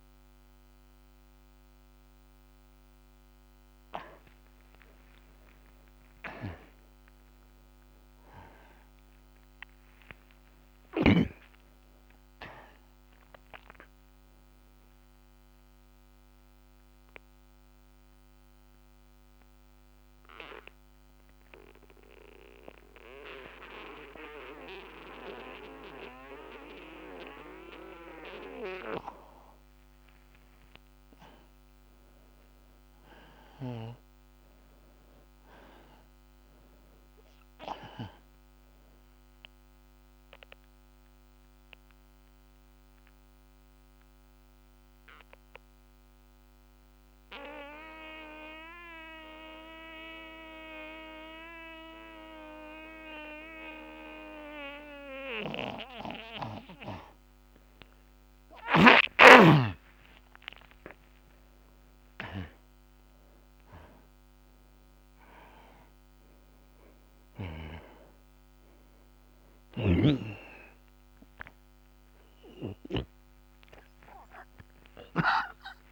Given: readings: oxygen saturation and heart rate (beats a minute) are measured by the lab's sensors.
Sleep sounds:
breathing in sleep by a microphone on the trachea; 2
0.00-4.00 s: oxygen desaturation (device-marked, oxygen 84% lowest)
6.00-11.50 s: arousal
16.50-29.00 s: mixed apnea (oxygen 98% before, 81% lowest)
18.00-25.00 s: oxygen desaturation (device-marked, oxygen 97% before, 90% lowest)
31.00-55.00 s: oxygen desaturation (device-marked, oxygen 93% before, 81% lowest)
31.50-35.50 s: arousal
40.50-56.50 s: mixed apnea (oxygen 96% before, 81% lowest)
58.00-61.00 s: arousal
70.00-75.92 s: oxygen desaturation (device-marked, oxygen 95% before, 84% lowest)
70.00-75.92 s: snoring (device-marked)
From the record:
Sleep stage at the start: N2 (light sleep); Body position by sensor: on the back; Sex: male

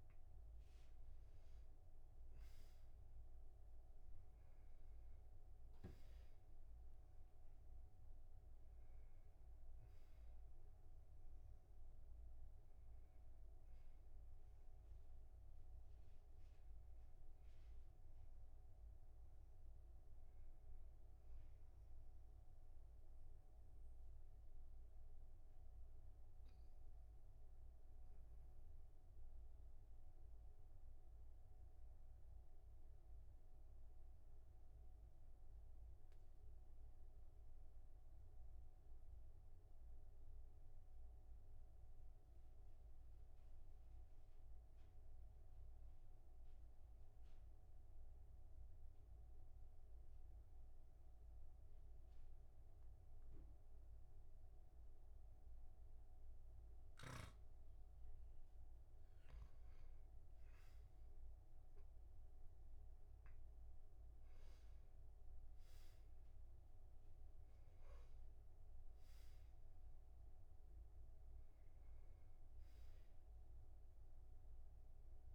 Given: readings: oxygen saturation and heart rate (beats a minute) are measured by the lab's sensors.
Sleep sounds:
breathing in sleep, hard to hear, by a room microphone; 1
15.00-32.00 s: oxygen desaturation (device-marked, oxygen 97% before, 93% lowest, heart rate 48 before, 37 extreme)
22.50-57.00 s: obstructive apnea (oxygen 98% before, 93% lowest, heart rate 45 before, 37 extreme, up 3 after)
59.50-63.00 s: arousal
From the record:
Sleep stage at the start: N2 (light sleep); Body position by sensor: on the back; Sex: male

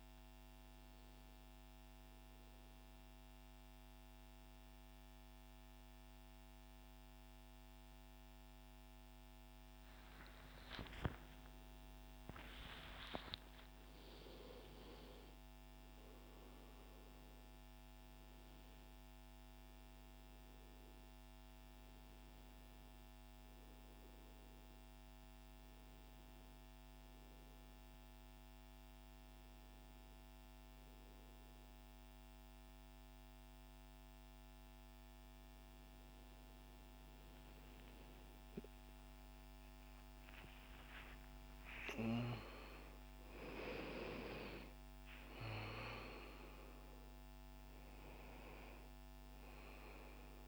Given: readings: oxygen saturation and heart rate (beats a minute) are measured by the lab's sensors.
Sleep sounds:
breathing in sleep by a microphone on the trachea; 2
0.50-10.50 s: hypopnea (oxygen 98% before, 96% lowest, heart rate 194 before, 160 extreme, up 34 after)
11.00-15.50 s: arousal
28.00-39.00 s: hypopnea (oxygen 98% before, 93% lowest, heart rate 182 before, 126 extreme, up 33 after)
40.00-45.50 s: arousal
From the record:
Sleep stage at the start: N1 (lightest sleep); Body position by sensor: on the right side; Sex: male

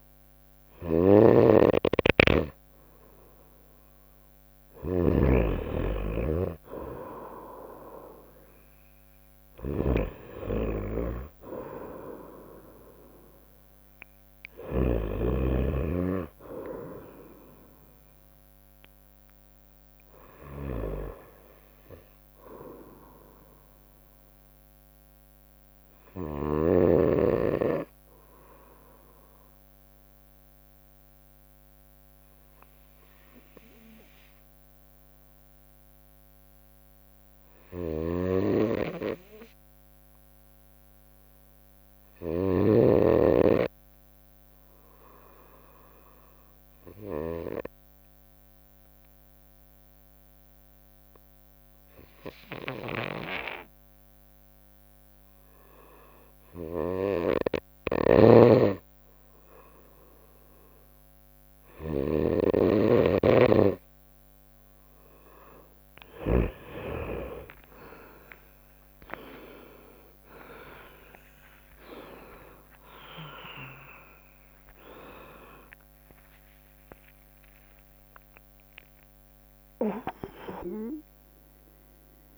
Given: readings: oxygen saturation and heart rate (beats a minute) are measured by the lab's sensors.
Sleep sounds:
breathing in sleep by a microphone on the trachea; 1
0.00-5.50 s: drop in pulse transit time (device-marked, heart rate 66 extreme)
0.00-6.50 s: oxygen desaturation (device-marked, oxygen 91% lowest, heart rate 61 extreme)
0.50-15.00 s: snoring (device-marked)
17.50-20.50 s: arousal
25.00-64.50 s: obstructive apnea (oxygen 95% before, 90% lowest, heart rate 67 before, 59 extreme, up 18 after)
32.50-36.50 s: bradycardia (device-marked, heart rate 64 before, 59 extreme)
37.50-42.50 s: snoring (device-marked)
53.50-82.38 s: oxygen desaturation (device-marked, oxygen 96% before, 92% lowest, heart rate 61 before, 60 extreme)
57.50-66.50 s: snoring (device-marked)
67.50-71.50 s: arousal
69.00-71.00 s: long interval between heartbeats (device-marked, heart rate 61 before, 73 extreme)
69.50-82.38 s: drop in pulse transit time (device-marked, heart rate 62 before, 67 extreme)
70.50-82.38 s: new sleep stage, N1 (lightest sleep)
77.00-79.00 s: long interval between heartbeats (device-marked, heart rate 67 before, 86 extreme)
From the record:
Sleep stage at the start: N2 (light sleep); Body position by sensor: on the right side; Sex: female

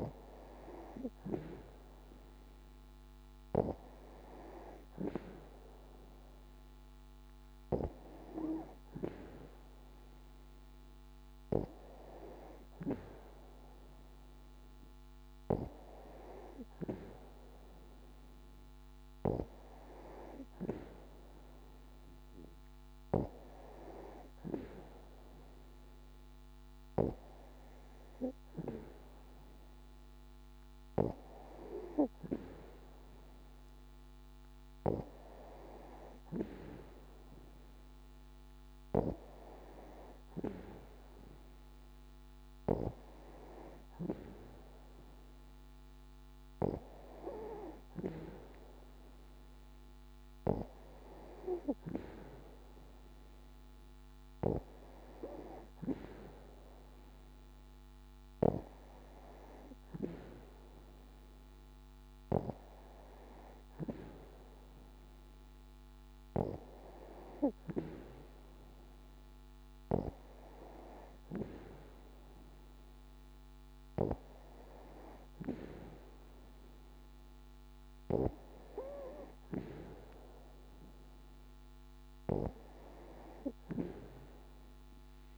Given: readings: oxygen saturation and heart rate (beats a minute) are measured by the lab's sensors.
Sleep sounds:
breathing in sleep by a microphone on the trachea; none
48.00-52.50 s: arousal
From the record:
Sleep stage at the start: N2 (light sleep); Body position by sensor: on the back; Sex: female

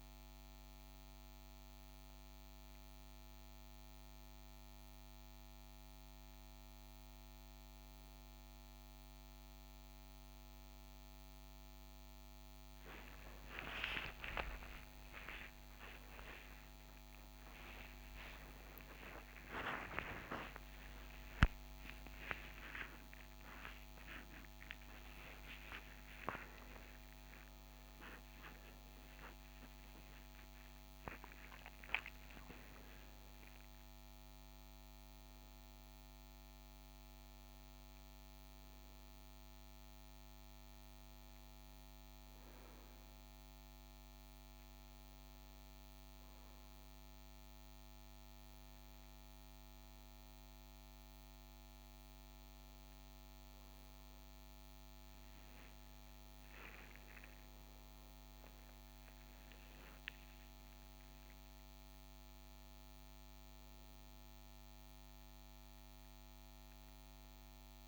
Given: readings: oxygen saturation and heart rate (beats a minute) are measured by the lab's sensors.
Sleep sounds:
a person partly awake in a sleep study, by a microphone on the trachea; none
27.50-67.88 s: new sleep stage, N1 (lightest sleep)
55.50-60.00 s: arousal
From the record:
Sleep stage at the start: awake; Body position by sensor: on the right side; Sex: male

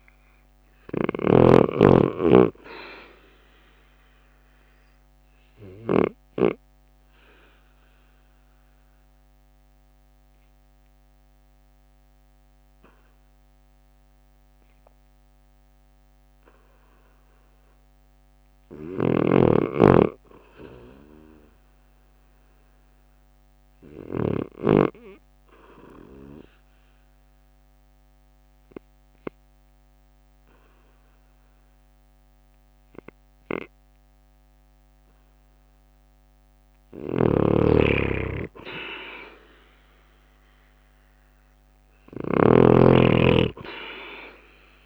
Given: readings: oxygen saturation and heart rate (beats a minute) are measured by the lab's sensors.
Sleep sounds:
breathing in sleep by a microphone on the trachea; 2
0.50-12.50 s: drop in pulse transit time (device-marked, heart rate 52 before, 47 extreme)
4.00-16.50 s: obstructive apnea (oxygen 98% before, 92% lowest, heart rate 53 before, 47 extreme, up 7 after)
18.50-21.50 s: arousal
24.50-35.50 s: hypopnea (oxygen 97% before, 92% lowest, heart rate 52 before, 47 extreme, up 5 after)
24.50-36.50 s: oxygen desaturation (device-marked, oxygen 97% before, 93% lowest, heart rate 52 before, 47 extreme)
25.50-31.50 s: drop in pulse transit time (device-marked, heart rate 52 before, 53 extreme)
36.50-42.00 s: snoring (device-marked)
37.00-40.50 s: arousal
42.50-44.86 s: drop in pulse transit time (device-marked, heart rate 53 before, 49 extreme)
From the record:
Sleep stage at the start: N2 (light sleep); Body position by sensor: on the right side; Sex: male

